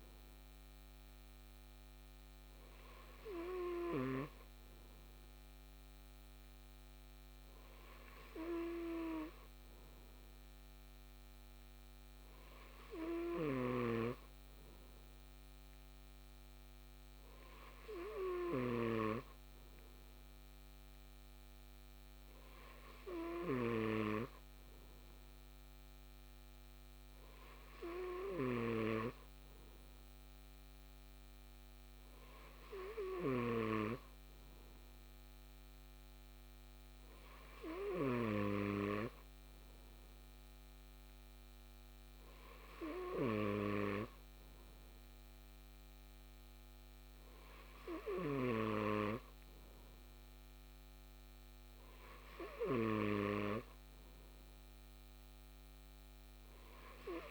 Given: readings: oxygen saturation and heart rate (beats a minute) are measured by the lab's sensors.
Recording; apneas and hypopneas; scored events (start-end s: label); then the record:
breathing in sleep by a microphone on the trachea; none
13.50-19.00 s: snoring (device-marked)
From the record:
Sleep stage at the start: N2 (light sleep); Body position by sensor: on the left side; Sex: male